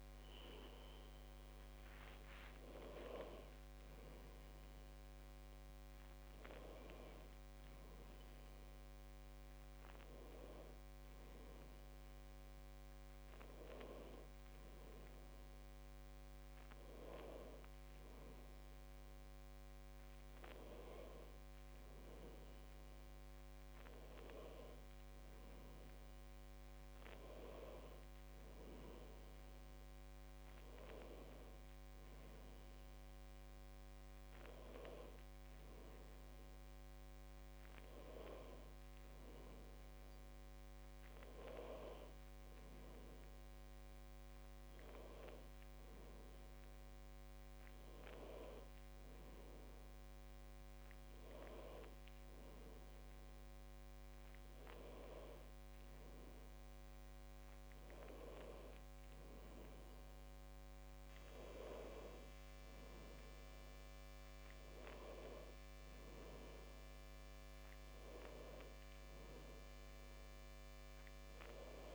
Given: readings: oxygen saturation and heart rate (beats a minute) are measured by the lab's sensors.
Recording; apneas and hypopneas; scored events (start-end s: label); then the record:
a person awake in a sleep study, by a microphone on the trachea; none
none scored
From the record:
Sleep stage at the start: awake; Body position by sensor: on the back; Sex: female